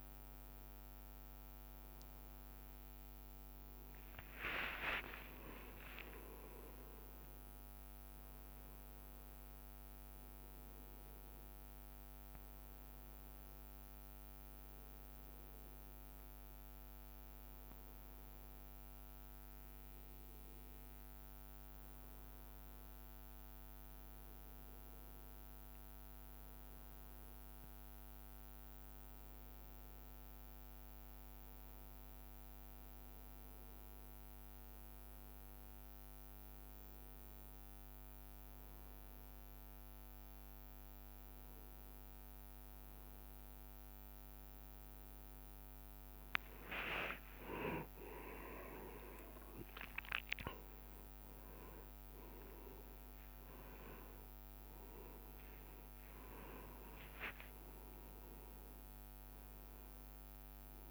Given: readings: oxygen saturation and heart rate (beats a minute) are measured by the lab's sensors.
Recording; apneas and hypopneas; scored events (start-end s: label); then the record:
breathing in sleep by a microphone on the trachea; none
4.00-8.50 s: arousal
5.00-7.00 s: long interval between heartbeats (device-marked, heart rate 69 before, 71 extreme)
47.00-57.00 s: tachycardia (device-marked, heart rate 36 before, 137 extreme)
47.50-49.50 s: long interval between heartbeats (device-marked, heart rate 68 before, 83 extreme)
47.50-51.00 s: arousal
50.00-52.00 s: long interval between heartbeats (device-marked, heart rate 72 before, 108 extreme)
53.50-55.50 s: long interval between heartbeats (device-marked, heart rate 79 before, 116 extreme)
56.50-58.50 s: long interval between heartbeats (device-marked, heart rate 87 before, 115 extreme)
From the record:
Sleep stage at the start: N1 (lightest sleep); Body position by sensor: on the right side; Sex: male